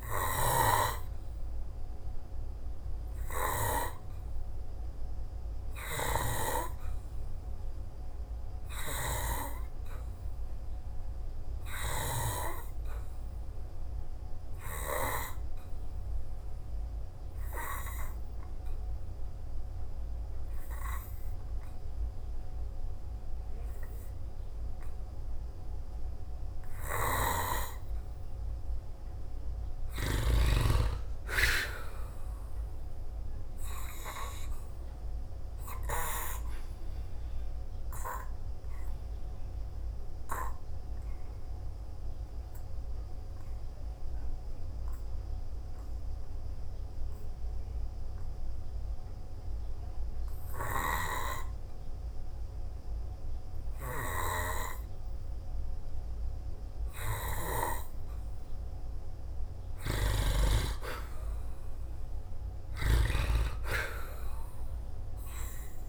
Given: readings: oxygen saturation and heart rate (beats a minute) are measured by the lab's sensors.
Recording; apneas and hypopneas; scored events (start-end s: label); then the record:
breathing in sleep by a room microphone; 2
0.00-5.50 s: oxygen desaturation (device-marked, oxygen 88% lowest, heart rate 50 extreme)
4.50-21.50 s: obstructive apnea (oxygen 95% before, 89% lowest, heart rate 57 before, 51 extreme, up 6 after)
19.50-33.50 s: oxygen desaturation (device-marked, oxygen 96% before, 89% lowest, heart rate 53 before, 56 extreme)
23.50-26.50 s: arousal
42.00-57.50 s: hypopnea (oxygen 96% before, 88% lowest, heart rate 58 before, 54 extreme, up 0 after)
60.00-63.00 s: arousal
From the record:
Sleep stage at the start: N2 (light sleep); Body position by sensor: on the back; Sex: male